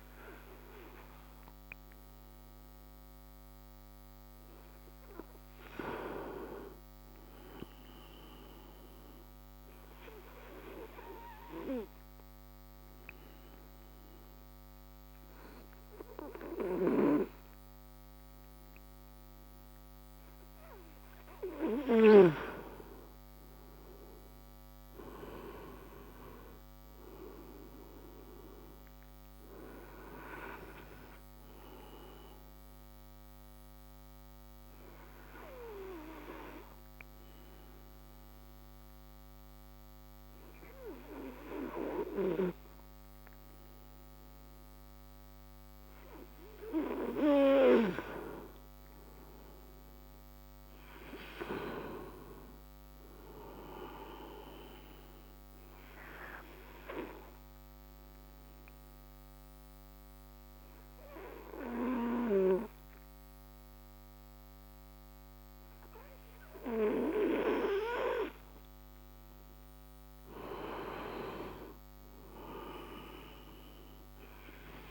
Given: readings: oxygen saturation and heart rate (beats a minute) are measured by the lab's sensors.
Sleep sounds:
breathing in sleep by a microphone on the trachea; 3
9.50-23.00 s: obstructive apnea (oxygen 98% before, 88% lowest)
24.50-28.00 s: arousal
27.00-44.00 s: oxygen desaturation (device-marked, oxygen 95% before, 90% lowest)
33.00-47.50 s: obstructive apnea (oxygen 96% before, 88% lowest)
49.00-52.50 s: arousal
51.00-68.00 s: oxygen desaturation (device-marked, oxygen 97% before, 91% lowest)
56.00-69.50 s: obstructive apnea (oxygen 97% before, 88% lowest)
70.50-74.00 s: arousal
From the record:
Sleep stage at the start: N2 (light sleep); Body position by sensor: on the right side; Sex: male

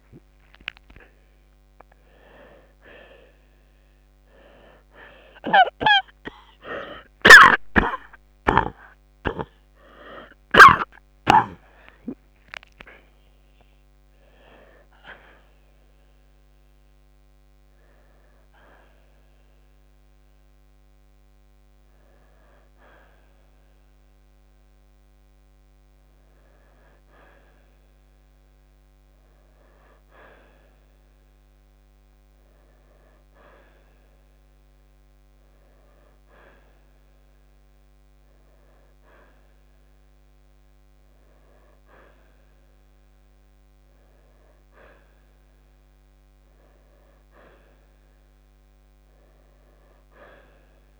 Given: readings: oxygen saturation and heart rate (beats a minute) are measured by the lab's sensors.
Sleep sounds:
a person awake in a sleep study, by a microphone on the trachea; none
3.00-51.00 s: new sleep stage, awake
7.00-11.00 s: snoring (device-marked)
From the record:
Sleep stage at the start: N1 (lightest sleep); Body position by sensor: on the right side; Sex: male

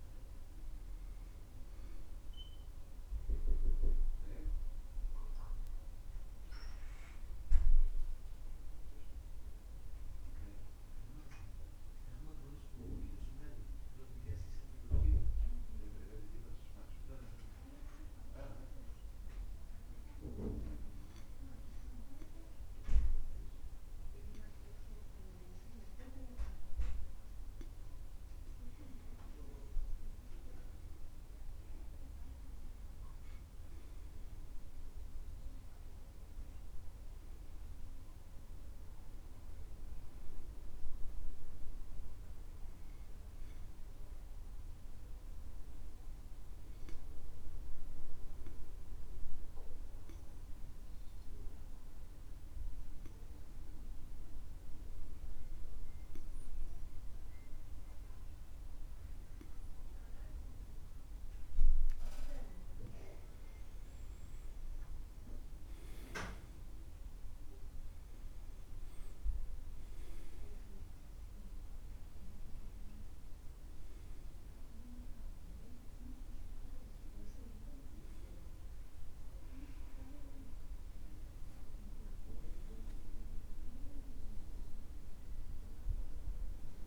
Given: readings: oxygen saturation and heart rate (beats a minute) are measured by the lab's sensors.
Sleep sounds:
breathing in sleep by a room microphone; 2
3.00-23.00 s: oxygen desaturation (device-marked, oxygen 97% before, 93% lowest, heart rate 66 before, 65 extreme)
16.00-27.50 s: obstructive apnea (oxygen 97% before, 90% lowest, heart rate 68 before, 63 extreme, up 5 after)
31.50-35.50 s: arousal
34.00-60.00 s: oxygen desaturation (device-marked, oxygen 96% before, 90% lowest, heart rate 68 before, 63 extreme)
45.50-62.50 s: obstructive apnea (oxygen 96% before, 88% lowest, heart rate 70 before, 63 extreme, up 13 after)
65.00-70.50 s: arousal
79.00-86.87 s: oxygen desaturation (device-marked, oxygen 95% before, 88% lowest, heart rate 72 before, 64 extreme)
From the record:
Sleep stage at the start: N2 (light sleep); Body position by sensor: on the back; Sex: male

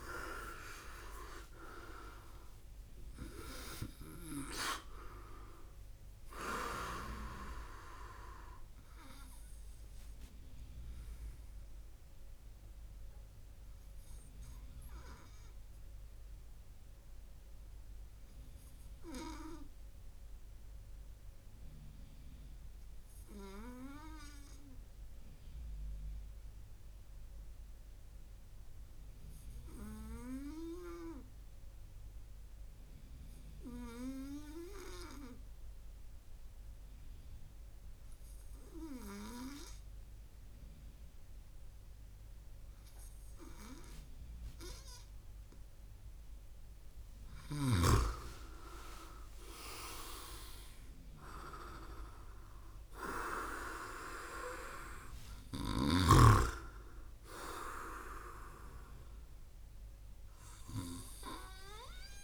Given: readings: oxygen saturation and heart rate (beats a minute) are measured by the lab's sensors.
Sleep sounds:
breathing in sleep by a room microphone; 1
0.00-2.00 s: arousal
0.00-4.00 s: snoring (device-marked)
14.50-45.00 s: obstructive apnea (oxygen 100% before, 96% lowest)
47.50-52.00 s: arousal
From the record:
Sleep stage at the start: N2 (light sleep); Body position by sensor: on the right side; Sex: male

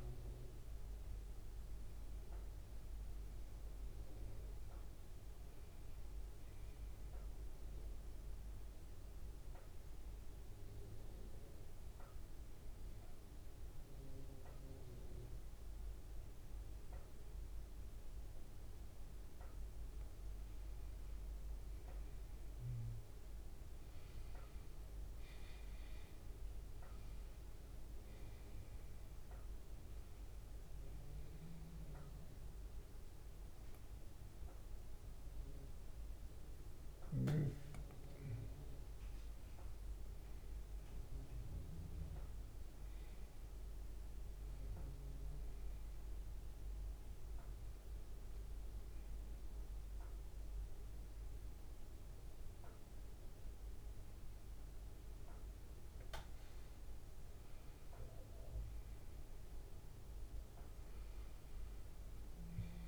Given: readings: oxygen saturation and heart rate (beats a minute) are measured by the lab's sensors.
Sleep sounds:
breathing in sleep, hard to hear, by a room microphone; 2
0.00-18.00 s: oxygen desaturation (device-marked, oxygen 93% lowest, heart rate 72 extreme)
10.00-20.00 s: hypopnea (oxygen 97% before, 93% lowest, heart rate 83 before, 72 extreme, up 3 after)
23.00-27.00 s: arousal
33.00-49.00 s: oxygen desaturation (device-marked, oxygen 98% before, 93% lowest, heart rate 75 before, 73 extreme)
44.00-62.88 s: new sleep stage, N2 (light sleep)
47.00-57.50 s: hypopnea (oxygen 98% before, 93% lowest, heart rate 75 before, 73 extreme, up 1 after)
60.00-62.88 s: arousal
From the record:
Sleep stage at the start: N1 (lightest sleep); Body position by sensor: on the back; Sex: male

